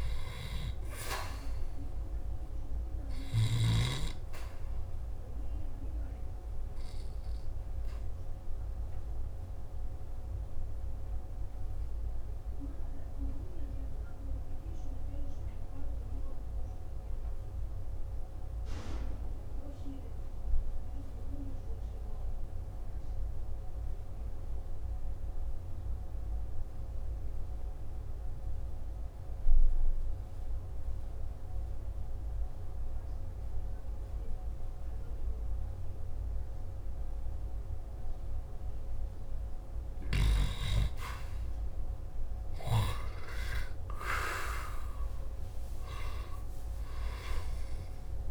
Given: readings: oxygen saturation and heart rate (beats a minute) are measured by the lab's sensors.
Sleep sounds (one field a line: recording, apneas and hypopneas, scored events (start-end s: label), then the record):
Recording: breathing in sleep by a room microphone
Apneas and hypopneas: 1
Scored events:
5.50-38.50 s: obstructive apnea (oxygen 98% before, 89% lowest, heart rate 52 before, 46 extreme, up 5 after)
15.50-31.50 s: oxygen desaturation (device-marked, oxygen 97% before, 91% lowest, heart rate 54 before, 46 extreme)
42.50-47.50 s: arousal
From the record:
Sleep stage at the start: N2 (light sleep)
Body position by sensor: on the back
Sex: male